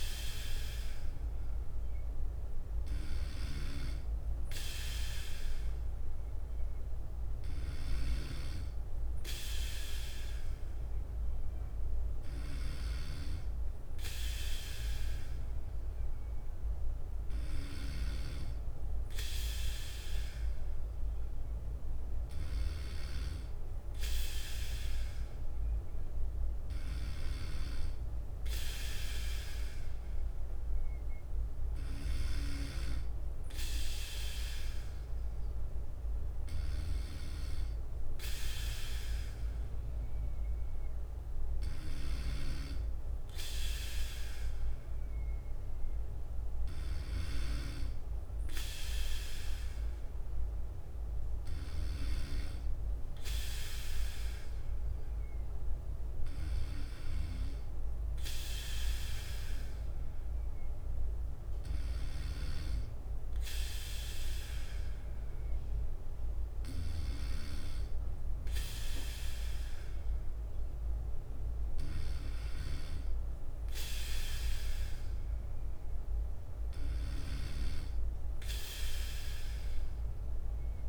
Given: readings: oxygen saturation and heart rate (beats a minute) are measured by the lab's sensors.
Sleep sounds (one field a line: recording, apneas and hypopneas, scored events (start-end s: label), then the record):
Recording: breathing in sleep by a room microphone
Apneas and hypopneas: none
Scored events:
5.50-49.50 s: bradycardia (device-marked, heart rate 59 before, 57 extreme)
50.50-73.50 s: bradycardia (device-marked, heart rate 59 before, 56 extreme)
77.50-80.89 s: bradycardia (device-marked, heart rate 59 before, 56 extreme)
From the record:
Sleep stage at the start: N2 (light sleep)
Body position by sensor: on the back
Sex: male